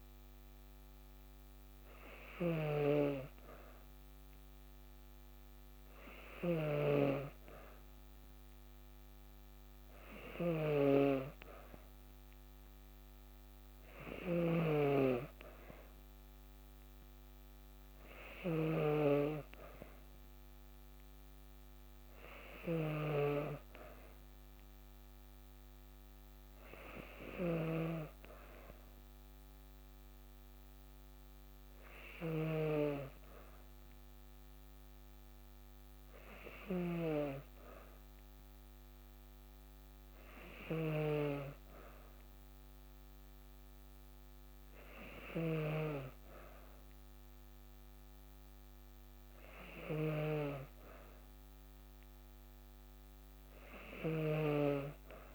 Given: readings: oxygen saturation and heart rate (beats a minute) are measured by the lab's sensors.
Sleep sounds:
breathing in sleep by a microphone on the trachea; none
6.00-18.50 s: snoring (device-marked)
27.00-45.50 s: snoring (device-marked)
53.50-55.35 s: snoring (device-marked)
From the record:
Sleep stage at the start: N2 (light sleep); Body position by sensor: on the back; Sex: female

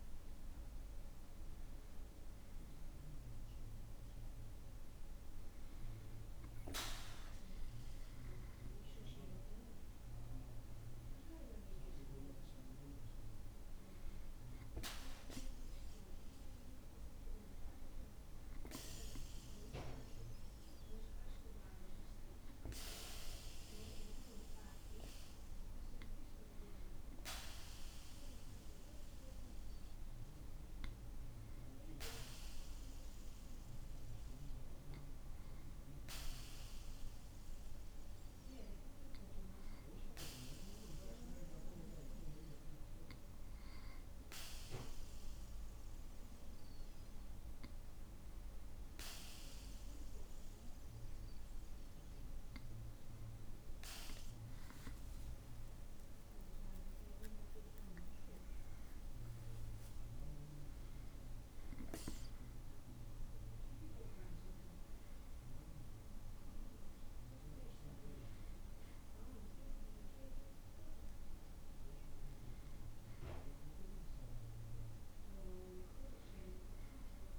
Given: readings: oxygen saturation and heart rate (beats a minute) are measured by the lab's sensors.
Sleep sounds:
breathing in sleep by a room microphone; 1
40.50-55.50 s: hypopnea (oxygen 97% before, 96% lowest, heart rate 56 before, 54 extreme, up 5 after)
57.00-61.00 s: arousal
From the record:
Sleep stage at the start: N2 (light sleep); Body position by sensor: on the back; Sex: male

